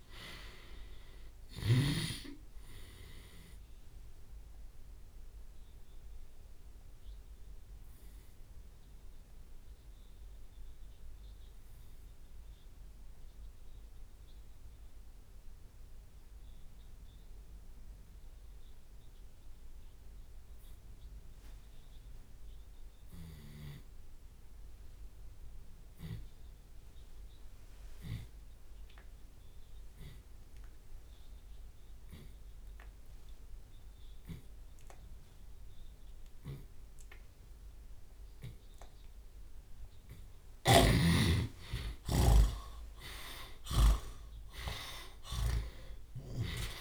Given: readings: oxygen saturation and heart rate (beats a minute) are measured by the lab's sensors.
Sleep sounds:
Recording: breathing in sleep by a room microphone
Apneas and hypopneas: 1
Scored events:
0.00-1.50 s: long interval between heartbeats (device-marked, heart rate 115 extreme)
0.00-2.00 s: snoring (device-marked)
0.00-5.00 s: drop in pulse transit time (device-marked, heart rate 68 extreme)
4.00-39.00 s: obstructive apnea (oxygen 94% before, 73% lowest)
19.00-31.00 s: oxygen desaturation (device-marked, oxygen 98% before, 87% lowest, heart rate 70 before, 74 extreme)
20.50-22.50 s: long interval between heartbeats (device-marked, heart rate 66 before, 64 extreme)
23.00-35.00 s: drop in pulse transit time (device-marked, heart rate 60 before, 79 extreme)
23.50-25.50 s: long interval between heartbeats (device-marked, heart rate 60 before, 85 extreme)
29.50-31.50 s: long interval between heartbeats (device-marked, heart rate 68 before, 90 extreme)
32.50-34.50 s: long interval between heartbeats (device-marked, heart rate 73 before, 86 extreme)
34.50-36.50 s: long interval between heartbeats (device-marked, heart rate 76 before, 79 extreme)
38.50-40.50 s: long interval between heartbeats (device-marked, heart rate 80 before, 96 extreme)
39.00-42.00 s: tachycardia (device-marked, heart rate 74 before, 96 extreme)
40.50-45.50 s: arousal
42.50-44.50 s: long interval between heartbeats (device-marked, heart rate 87 before, 108 extreme)
45.00-46.81 s: long interval between heartbeats (device-marked, heart rate 91 before, 86 extreme)
From the record:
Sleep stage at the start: N2 (light sleep)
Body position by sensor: on the left side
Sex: male

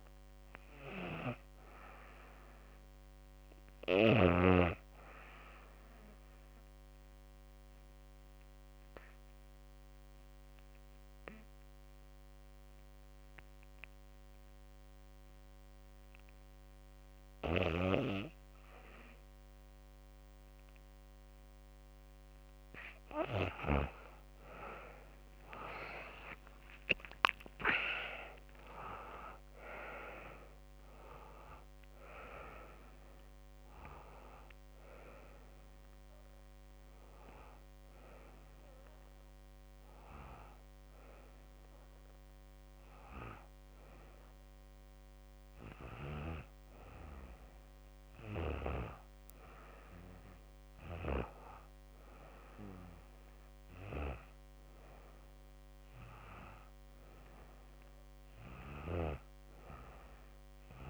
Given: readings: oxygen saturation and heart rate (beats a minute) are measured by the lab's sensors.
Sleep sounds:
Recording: breathing in sleep by a microphone on the trachea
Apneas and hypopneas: 1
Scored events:
4.50-21.00 s: obstructive apnea (oxygen 97% before, 88% lowest, heart rate 78 before, 70 extreme, up 21 after)
18.00-34.00 s: oxygen desaturation (device-marked, oxygen 96% before, 89% lowest, heart rate 74 before, 72 extreme)
23.00-27.50 s: arousal
36.00-45.00 s: oxygen desaturation (device-marked, oxygen 92% before, 88% lowest, heart rate 81 before, 75 extreme)
From the record:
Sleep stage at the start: N2 (light sleep)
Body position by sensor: on the back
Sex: female

